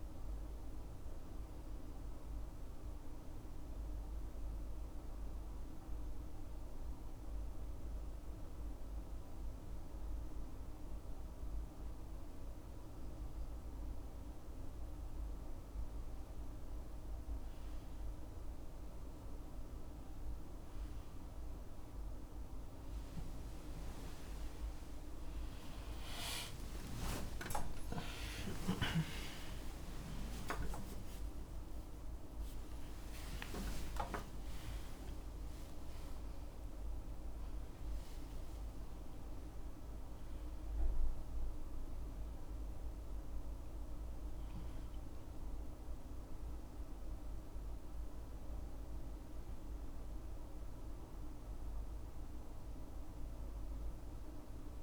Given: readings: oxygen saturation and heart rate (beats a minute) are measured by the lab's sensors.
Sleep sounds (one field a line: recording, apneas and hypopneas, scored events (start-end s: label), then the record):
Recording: a person awake in a sleep study, by a room microphone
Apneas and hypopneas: 1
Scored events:
4.00-15.00 s: hypopnea (oxygen 98% before, 96% lowest, heart rate 69 before, 65 extreme, up 13 after)
14.00-44.00 s: new sleep stage, awake
30.00-36.00 s: tachycardia (device-marked, heart rate 70 before, 112 extreme)
33.00-35.00 s: long interval between heartbeats (device-marked, heart rate 76 before, 107 extreme)
44.00-54.82 s: new sleep stage, N2 (light sleep)
From the record:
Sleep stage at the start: N2 (light sleep)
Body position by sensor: on the left side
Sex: male